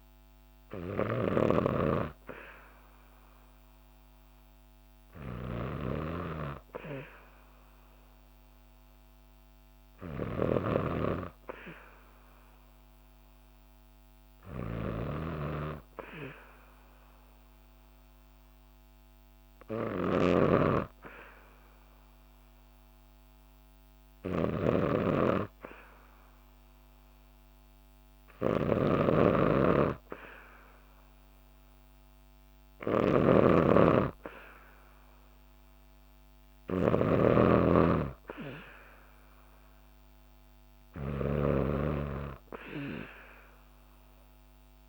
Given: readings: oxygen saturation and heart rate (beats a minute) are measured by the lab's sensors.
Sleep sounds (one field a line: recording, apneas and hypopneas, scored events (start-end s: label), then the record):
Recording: breathing in sleep by a microphone on the trachea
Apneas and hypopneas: none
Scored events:
0.00-44.89 s: snoring (device-marked)
From the record:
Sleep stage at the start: N2 (light sleep)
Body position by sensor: on the back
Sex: female